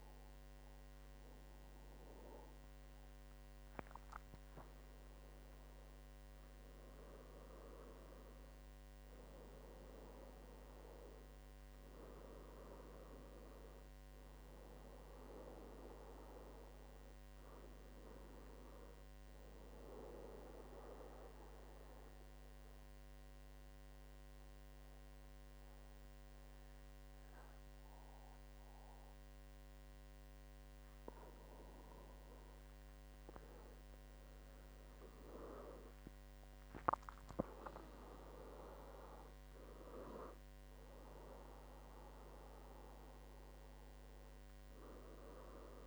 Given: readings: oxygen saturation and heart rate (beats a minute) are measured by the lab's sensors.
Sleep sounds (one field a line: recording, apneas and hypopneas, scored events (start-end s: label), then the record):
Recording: breathing in sleep by a microphone on the trachea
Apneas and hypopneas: 1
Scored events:
4.00-8.00 s: arousal
19.50-31.50 s: central apnea (oxygen 97% before, 93% lowest, heart rate 80 before, 76 extreme, up 6 after)
35.00-40.00 s: arousal
35.50-45.87 s: oxygen desaturation (device-marked, oxygen 96% before, 93% lowest, heart rate 78 before, 76 extreme)
From the record:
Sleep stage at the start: N2 (light sleep)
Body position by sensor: on the back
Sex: male